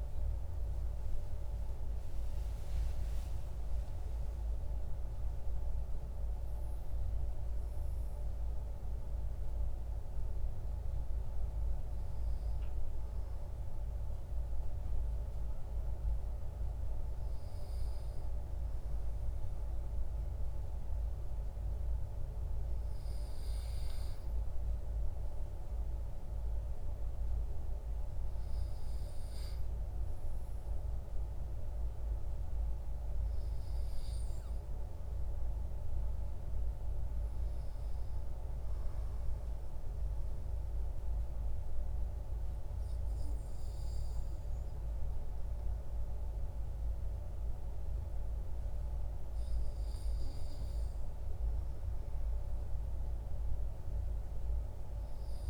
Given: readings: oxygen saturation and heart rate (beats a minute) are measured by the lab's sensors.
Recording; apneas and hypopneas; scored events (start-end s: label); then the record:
breathing in sleep, hard to hear, by a room microphone; 1
0.00-2.50 s: arousal
39.00-49.50 s: obstructive apnea (oxygen 99% before, 96% lowest, heart rate 57 before, 46 extreme, up 13 after)
52.00-55.50 s: arousal
From the record:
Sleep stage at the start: REM sleep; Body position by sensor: on the back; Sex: male